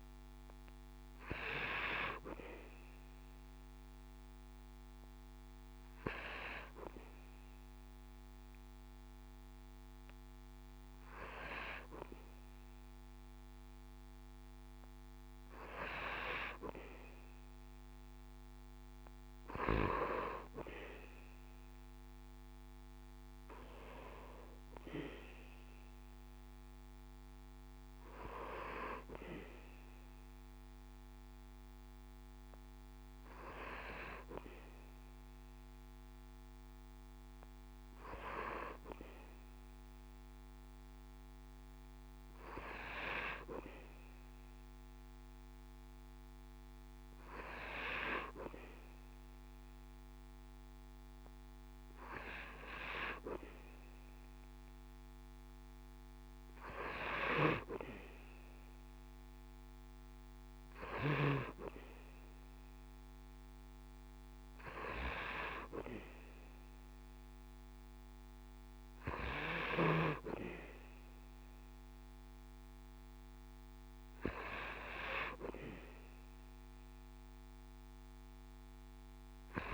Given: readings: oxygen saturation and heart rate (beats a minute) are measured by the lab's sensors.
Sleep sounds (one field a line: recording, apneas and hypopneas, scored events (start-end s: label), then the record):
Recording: breathing in sleep by a microphone on the trachea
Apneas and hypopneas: none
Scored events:
none scored
From the record:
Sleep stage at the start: N2 (light sleep)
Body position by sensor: on the back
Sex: male